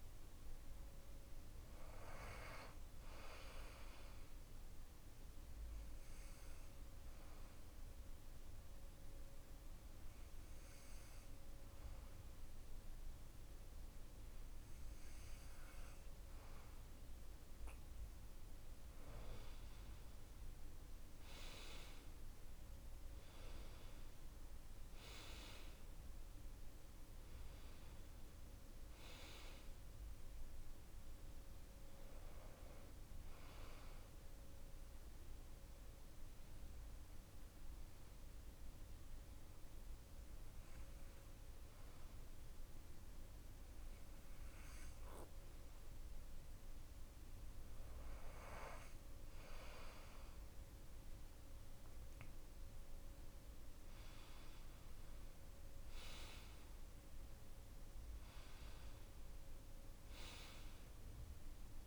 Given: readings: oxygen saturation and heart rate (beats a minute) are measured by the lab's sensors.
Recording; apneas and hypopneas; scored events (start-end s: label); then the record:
breathing in sleep by a room microphone; 2
4.50-15.50 s: obstructive apnea (oxygen 96% before, 93% lowest)
20.00-24.00 s: arousal
35.50-47.50 s: obstructive apnea (oxygen 96% before, 93% lowest)
50.50-54.00 s: arousal
From the record:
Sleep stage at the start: N2 (light sleep); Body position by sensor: on the back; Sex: male